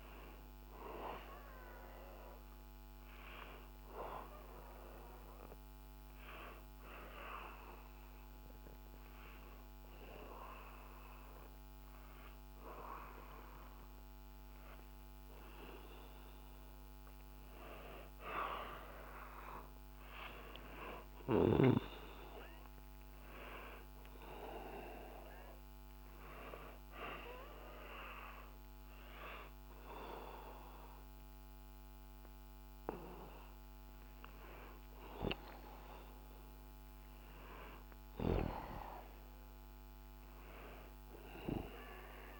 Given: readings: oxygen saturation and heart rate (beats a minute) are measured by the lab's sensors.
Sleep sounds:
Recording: breathing in sleep by a microphone on the trachea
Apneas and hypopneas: 1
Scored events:
5.00-17.50 s: obstructive apnea (oxygen 95% before, 92% lowest, heart rate 64 before, 62 extreme, up 0 after)
21.50-25.50 s: arousal
37.50-41.50 s: arousal
From the record:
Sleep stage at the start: N2 (light sleep)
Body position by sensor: on the back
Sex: male

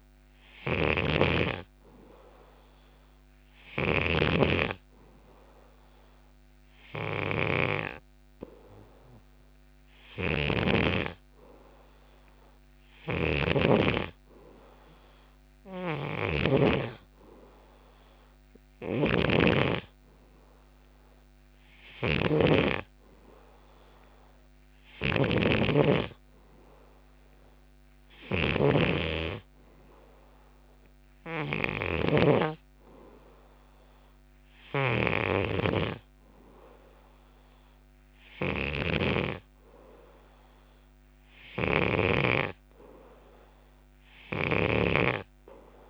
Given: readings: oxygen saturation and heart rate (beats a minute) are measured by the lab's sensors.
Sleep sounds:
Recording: breathing in sleep by a microphone on the trachea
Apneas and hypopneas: none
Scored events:
0.00-45.90 s: snoring (device-marked)
From the record:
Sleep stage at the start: N2 (light sleep)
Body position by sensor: on the left side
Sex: male

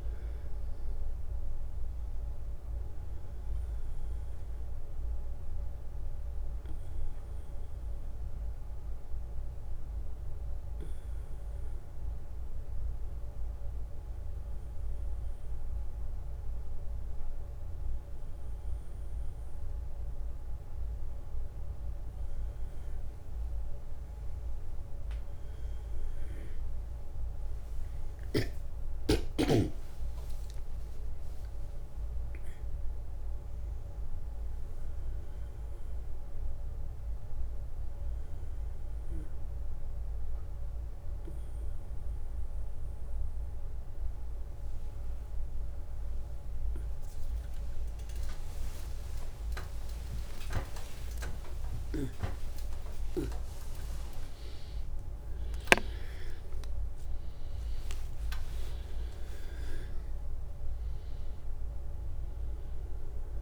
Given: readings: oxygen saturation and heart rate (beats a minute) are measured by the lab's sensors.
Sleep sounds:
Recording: a person partly awake in a sleep study, by a room microphone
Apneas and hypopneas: 1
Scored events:
6.00-18.50 s: hypopnea (oxygen 96% before, 94% lowest, heart rate 71 before, 62 extreme, up 4 after)
26.00-56.00 s: new sleep stage, awake
56.00-63.42 s: new sleep stage, N1 (lightest sleep)
From the record:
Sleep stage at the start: N1 (lightest sleep)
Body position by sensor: on the back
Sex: male

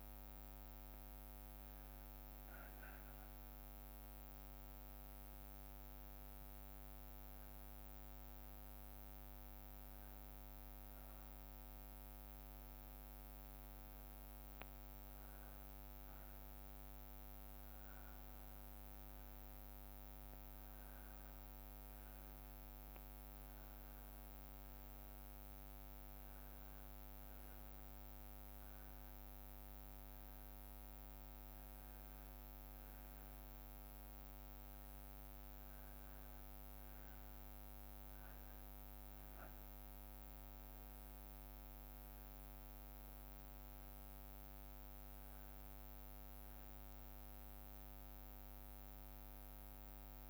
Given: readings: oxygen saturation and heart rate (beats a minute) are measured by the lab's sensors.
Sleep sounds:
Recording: breathing in sleep, hard to hear, by a microphone on the trachea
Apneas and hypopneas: none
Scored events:
none scored
From the record:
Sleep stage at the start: N2 (light sleep)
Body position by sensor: on the back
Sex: male

